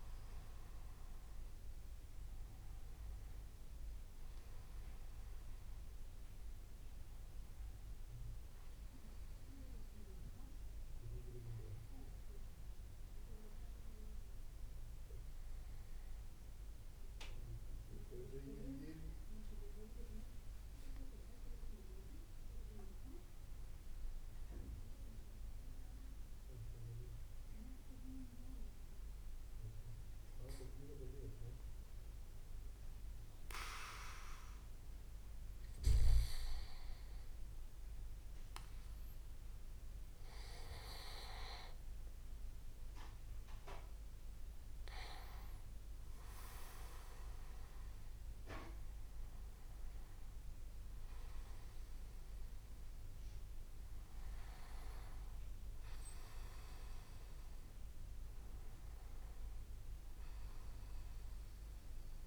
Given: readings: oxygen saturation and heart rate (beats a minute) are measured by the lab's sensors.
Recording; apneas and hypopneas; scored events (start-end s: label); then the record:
breathing in sleep by a room microphone; 1
0.00-5.50 s: oxygen desaturation (device-marked, oxygen 85% lowest)
0.50-12.50 s: tachycardia (device-marked)
6.00-36.00 s: hypopnea (oxygen 95% before, 94% lowest)
20.00-21.00 s: leg movement (device-marked)
38.00-41.50 s: arousal
39.50-61.50 s: oxygen desaturation (device-marked, oxygen 97% before, 94% lowest)
From the record:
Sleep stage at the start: N2 (light sleep); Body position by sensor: on the back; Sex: male